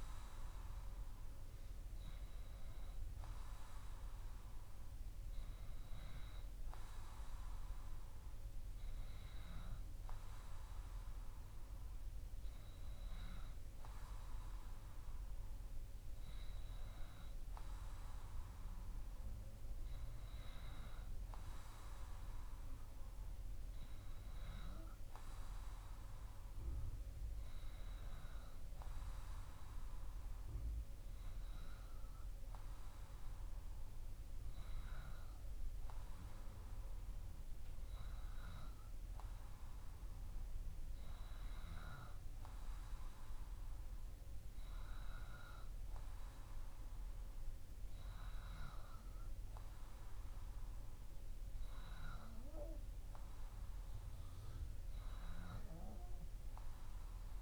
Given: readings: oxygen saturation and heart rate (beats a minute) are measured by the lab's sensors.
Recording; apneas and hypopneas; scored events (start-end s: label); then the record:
breathing in sleep by a room microphone; none
none scored
From the record:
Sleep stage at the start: N2 (light sleep); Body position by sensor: on the back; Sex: male